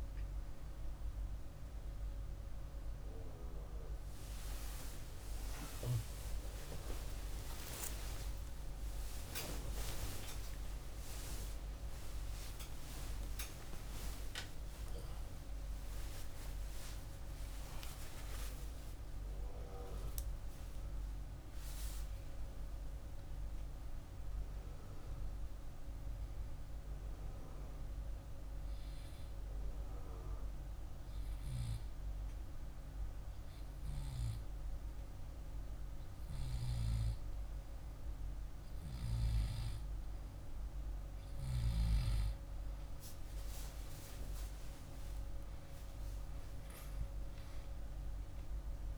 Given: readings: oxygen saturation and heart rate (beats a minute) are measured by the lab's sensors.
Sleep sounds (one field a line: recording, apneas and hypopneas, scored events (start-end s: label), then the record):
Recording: a person awake in a sleep study, by a room microphone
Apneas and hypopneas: 1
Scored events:
19.00-31.00 s: oxygen desaturation (device-marked, oxygen 97% before, 86% lowest, heart rate 99 before, 45 extreme)
28.50-38.50 s: hypopnea (oxygen 99% before, 87% lowest, heart rate 101 before, 45 extreme, up 0 after)
29.00-48.98 s: new sleep stage, N2 (light sleep)
44.50-48.50 s: arousal
From the record:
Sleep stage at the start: awake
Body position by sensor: on the back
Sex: male